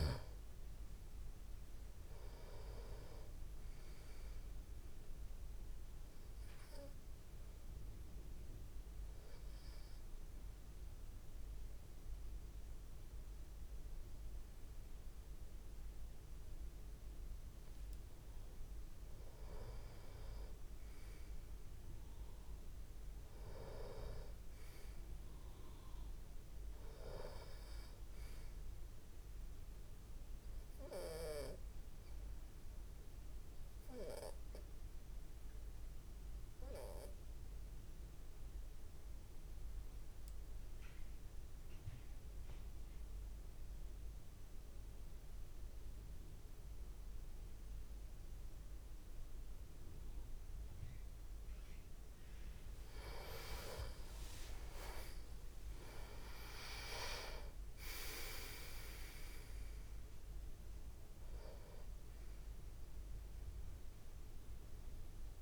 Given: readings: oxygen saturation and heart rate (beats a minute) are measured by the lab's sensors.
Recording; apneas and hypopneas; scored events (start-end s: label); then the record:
breathing in sleep by a room microphone; 2
0.00-10.50 s: oxygen desaturation (device-marked, oxygen 92% lowest)
5.50-17.00 s: hypopnea (oxygen 95% before, 86% lowest)
19.00-22.00 s: arousal
30.00-51.50 s: obstructive apnea (oxygen 95% before, 86% lowest)
53.50-59.00 s: arousal
54.50-65.42 s: oxygen desaturation (device-marked, oxygen 96% before, 86% lowest)
From the record:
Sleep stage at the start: N2 (light sleep); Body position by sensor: on the back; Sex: male